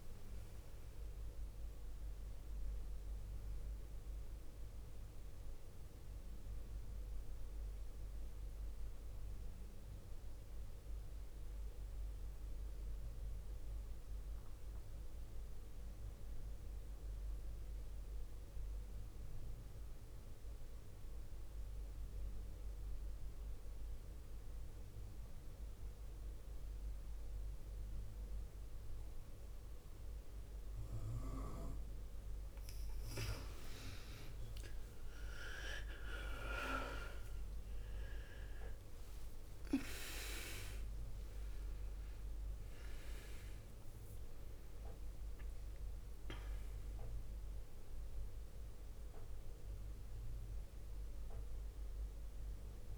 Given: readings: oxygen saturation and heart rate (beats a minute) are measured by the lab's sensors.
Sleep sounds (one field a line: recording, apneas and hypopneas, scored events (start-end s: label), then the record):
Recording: breathing in sleep by a room microphone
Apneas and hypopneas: 1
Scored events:
0.00-19.50 s: oxygen desaturation (device-marked, oxygen 91% lowest, heart rate 51 extreme)
11.00-32.00 s: obstructive apnea (oxygen 100% before, 87% lowest, heart rate 56 before, 51 extreme, up 6 after)
31.50-52.98 s: oxygen desaturation (device-marked, oxygen 98% before, 87% lowest, heart rate 53 before, 50 extreme)
33.50-38.00 s: arousal
From the record:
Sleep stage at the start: N2 (light sleep)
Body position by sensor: on the back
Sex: female